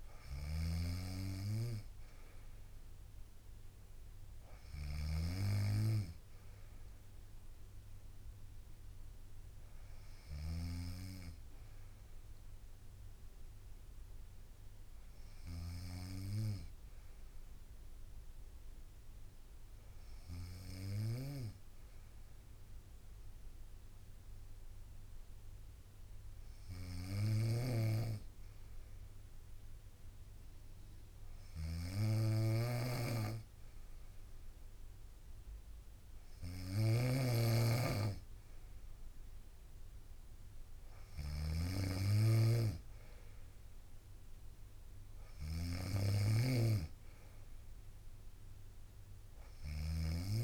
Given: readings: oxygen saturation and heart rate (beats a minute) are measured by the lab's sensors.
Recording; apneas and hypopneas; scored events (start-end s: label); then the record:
breathing in sleep by a room microphone; none
0.00-49.50 s: snoring (device-marked)
6.00-10.00 s: bradycardia (device-marked, heart rate 65 before, 59 extreme)
From the record:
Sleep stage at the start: N2 (light sleep); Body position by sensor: on the right side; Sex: female